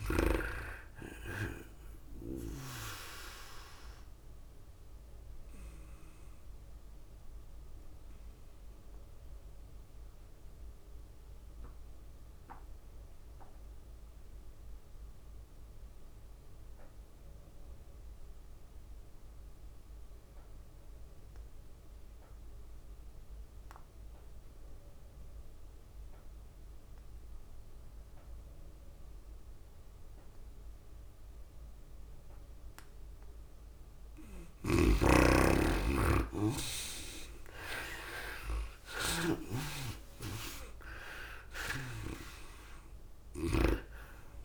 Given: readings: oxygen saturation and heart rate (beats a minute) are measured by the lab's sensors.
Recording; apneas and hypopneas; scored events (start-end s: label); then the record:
breathing in sleep by a room microphone; 1
0.00-1.00 s: snoring (device-marked)
0.00-1.00 s: tachycardia (device-marked, heart rate 107 extreme)
0.00-10.00 s: drop in pulse transit time (device-marked, heart rate 97 extreme)
0.00-14.00 s: oxygen desaturation (device-marked, oxygen 82% lowest, heart rate 97 extreme)
3.00-5.00 s: long interval between heartbeats (device-marked, heart rate 103 before, 99 extreme)
4.50-33.50 s: obstructive apnea (oxygen 99% before, 78% lowest, heart rate 103 before, 99 extreme, up 5 after)
7.00-18.00 s: tachycardia (device-marked, heart rate 104 before, 106 extreme)
22.00-29.00 s: tachycardia (device-marked, heart rate 104 before, 101 extreme)
27.00-44.45 s: oxygen desaturation (device-marked, oxygen 99% before, 78% lowest, heart rate 102 before, 99 extreme)
35.50-39.00 s: arousal
36.00-44.45 s: tachycardia (device-marked, heart rate 104 before, 150 extreme)
40.00-44.45 s: drop in pulse transit time (device-marked, heart rate 100 before, 104 extreme)
From the record:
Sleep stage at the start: N2 (light sleep); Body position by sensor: on the back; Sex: female